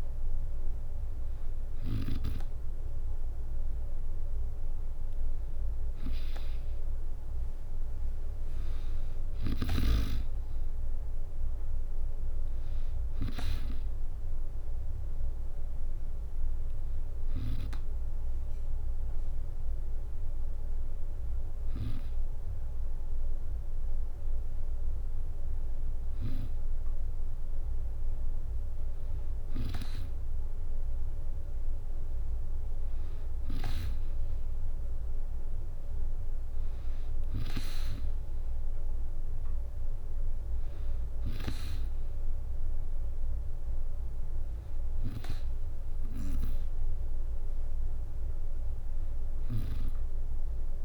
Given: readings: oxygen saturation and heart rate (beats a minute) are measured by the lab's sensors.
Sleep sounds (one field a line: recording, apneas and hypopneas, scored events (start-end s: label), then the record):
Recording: breathing in sleep by a room microphone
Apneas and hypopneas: none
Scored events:
none scored
From the record:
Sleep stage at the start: N2 (light sleep)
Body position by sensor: on the back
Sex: female